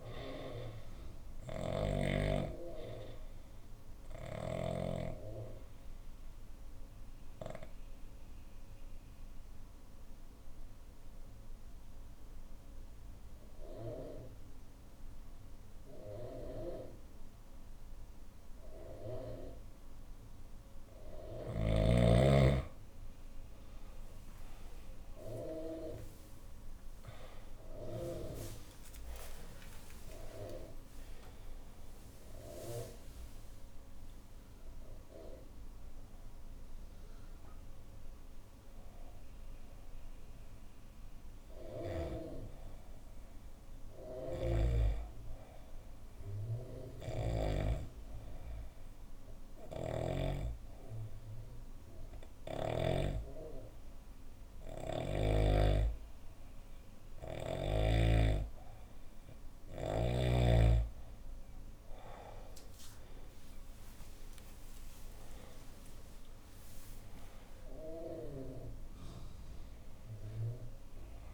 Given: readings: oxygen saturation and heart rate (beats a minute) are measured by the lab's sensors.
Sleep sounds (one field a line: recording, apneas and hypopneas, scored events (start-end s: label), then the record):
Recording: breathing in sleep by a room microphone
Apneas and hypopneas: 2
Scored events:
0.00-8.50 s: oxygen desaturation (device-marked, oxygen 89% lowest, heart rate 55 extreme)
1.00-4.50 s: snoring (device-marked)
1.00-19.50 s: obstructive apnea (oxygen 98% before, 89% lowest, heart rate 64 before, 55 extreme, up 12 after)
1.50-15.50 s: bradycardia (device-marked, heart rate 66 before, 55 extreme)
22.50-42.50 s: oxygen desaturation (device-marked, oxygen 98% before, 91% lowest, heart rate 59 before, 63 extreme)
24.00-29.50 s: arousal
36.50-58.50 s: obstructive apnea (oxygen 98% before, 90% lowest, heart rate 69 before, 57 extreme, up 36 after)
43.50-47.00 s: snoring (device-marked)
49.00-52.50 s: snoring (device-marked)
55.50-71.34 s: oxygen desaturation (device-marked, oxygen 98% before, 90% lowest, heart rate 65 before, 57 extreme)
60.00-65.00 s: arousal
From the record:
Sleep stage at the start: N2 (light sleep)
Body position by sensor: on the back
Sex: female